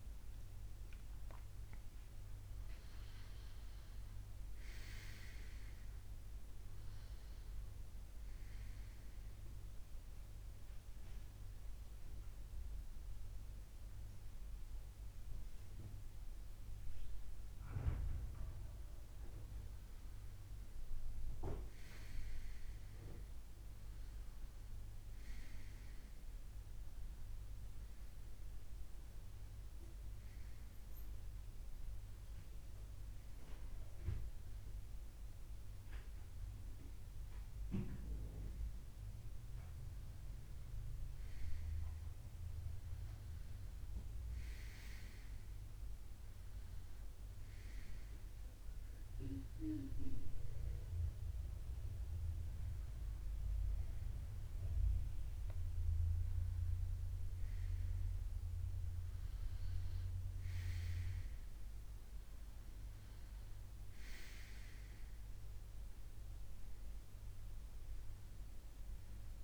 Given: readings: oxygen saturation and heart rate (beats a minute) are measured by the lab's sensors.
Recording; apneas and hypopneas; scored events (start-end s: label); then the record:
breathing in sleep by a room microphone; none
0.00-6.50 s: oxygen desaturation (device-marked, oxygen 94% lowest, heart rate 81 extreme)
56.50-69.44 s: new sleep stage, N2 (light sleep)
From the record:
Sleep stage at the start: N1 (lightest sleep); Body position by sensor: on the right side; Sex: male